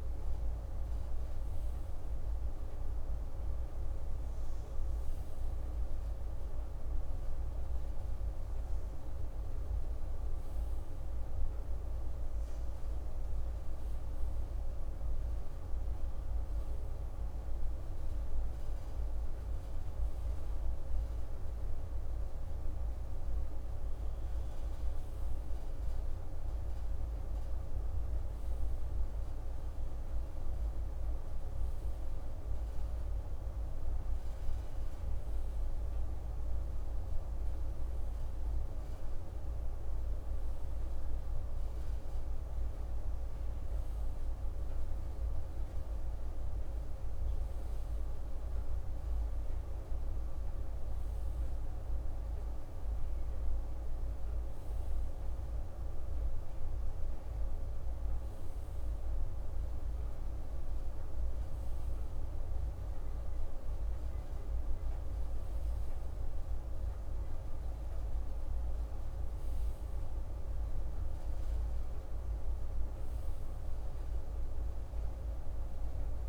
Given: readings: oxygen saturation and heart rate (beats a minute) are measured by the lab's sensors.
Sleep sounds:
breathing in sleep, hard to hear, by a room microphone; none
none scored
From the record:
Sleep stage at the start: REM sleep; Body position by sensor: on the right side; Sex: male

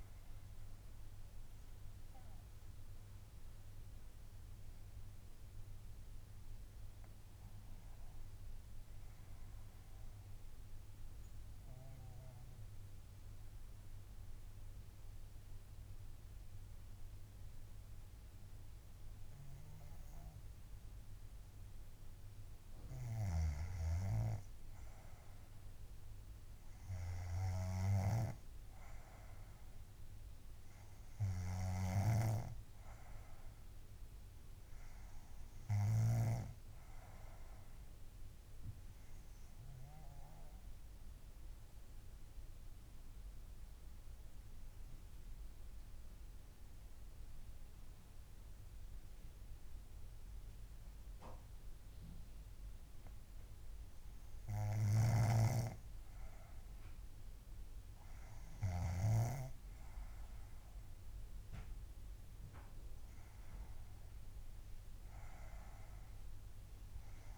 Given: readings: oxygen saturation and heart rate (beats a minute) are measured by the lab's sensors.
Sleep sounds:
breathing in sleep by a room microphone; 2
0.00-14.00 s: oxygen desaturation (device-marked, oxygen 91% lowest, heart rate 60 extreme)
1.00-22.00 s: mixed apnea (oxygen 97% before, 87% lowest, heart rate 67 before, 60 extreme, up 9 after)
23.50-36.50 s: snoring (device-marked)
25.00-47.00 s: oxygen desaturation (device-marked, oxygen 95% before, 87% lowest, heart rate 64 before, 64 extreme)
27.00-31.00 s: arousal
40.50-55.00 s: mixed apnea (oxygen 95% before, 87% lowest, heart rate 72 before, 64 extreme, up 7 after)
55.00-59.50 s: snoring (device-marked)
61.00-65.50 s: arousal
61.00-67.38 s: oxygen desaturation (device-marked, oxygen 95% before, 87% lowest, heart rate 68 before, 64 extreme)
From the record:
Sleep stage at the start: N2 (light sleep); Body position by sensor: on the back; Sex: female

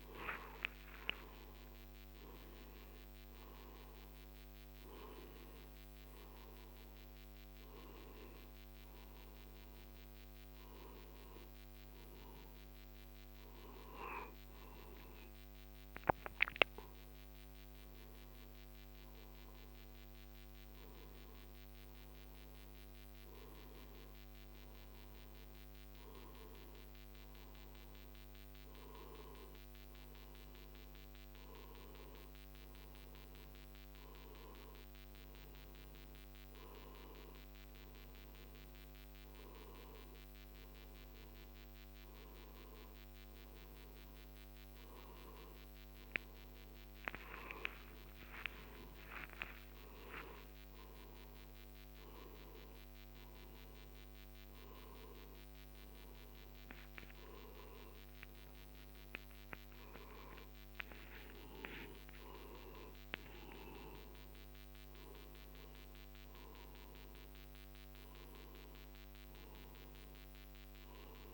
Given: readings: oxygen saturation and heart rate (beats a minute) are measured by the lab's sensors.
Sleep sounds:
a person awake in a sleep study, by a microphone on the trachea; none
none scored
From the record:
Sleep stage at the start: awake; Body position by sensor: on the right side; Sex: male

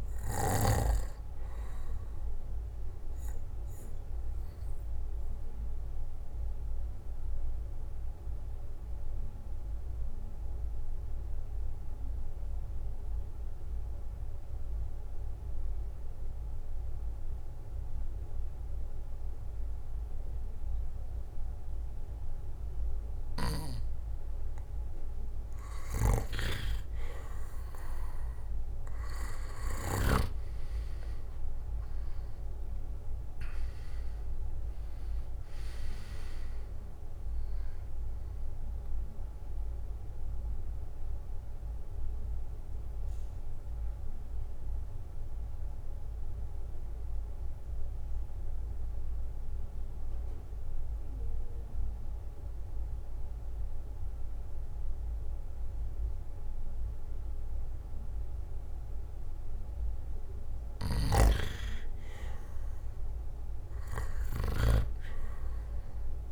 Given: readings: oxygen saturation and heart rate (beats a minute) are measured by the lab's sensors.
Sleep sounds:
breathing in sleep by a room microphone; 2
0.00-13.50 s: oxygen desaturation (device-marked, oxygen 91% lowest, heart rate 57 extreme)
4.00-24.00 s: obstructive apnea (oxygen 97% before, 87% lowest, heart rate 67 before, 53 extreme, up 10 after)
21.50-53.50 s: oxygen desaturation (device-marked, oxygen 97% before, 87% lowest, heart rate 60 before, 53 extreme)
27.00-30.50 s: arousal
31.50-44.50 s: drop in pulse transit time (device-marked, heart rate 63 before, 54 extreme)
39.00-60.50 s: mixed apnea (oxygen 97% before, 87% lowest, heart rate 68 before, 53 extreme, up 12 after)
63.00-65.00 s: arousal
From the record:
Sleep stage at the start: N2 (light sleep); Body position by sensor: on the back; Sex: male

